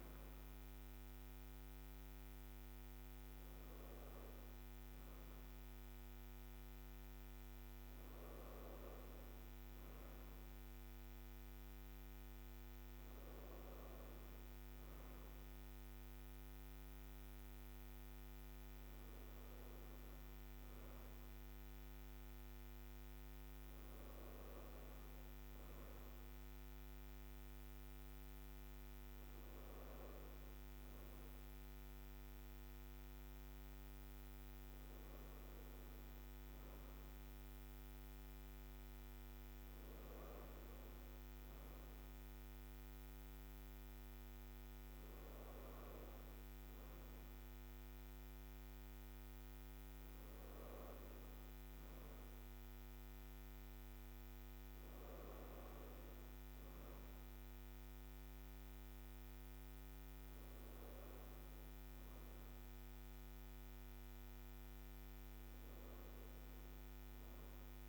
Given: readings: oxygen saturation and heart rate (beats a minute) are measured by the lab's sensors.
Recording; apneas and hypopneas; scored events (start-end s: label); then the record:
breathing in sleep, hard to hear, by a microphone on the trachea; none
30.00-67.89 s: new sleep stage, N3 (deep sleep)
From the record:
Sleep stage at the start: N2 (light sleep); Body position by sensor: on the right side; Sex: female